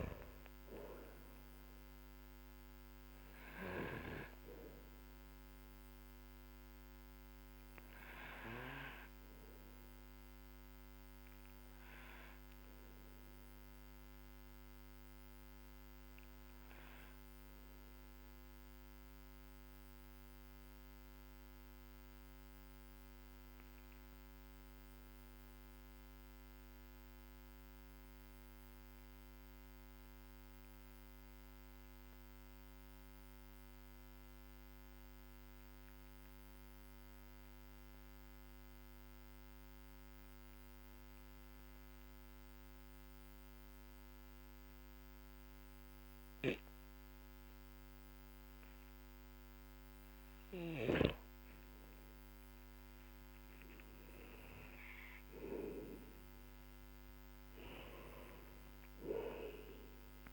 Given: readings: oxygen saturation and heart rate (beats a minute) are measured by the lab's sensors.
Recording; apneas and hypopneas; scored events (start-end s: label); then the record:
breathing in sleep by a microphone on the trachea; 1
0.00-28.50 s: oxygen desaturation (device-marked, oxygen 90% lowest, heart rate 47 extreme)
4.00-52.00 s: obstructive apnea (oxygen 99% before, 90% lowest, heart rate 55 before, 47 extreme, up 16 after)
51.50-60.32 s: oxygen desaturation (device-marked, oxygen 98% before, 92% lowest, heart rate 55 before, 46 extreme)
55.00-60.32 s: arousal
From the record:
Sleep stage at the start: N2 (light sleep); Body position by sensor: on the back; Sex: male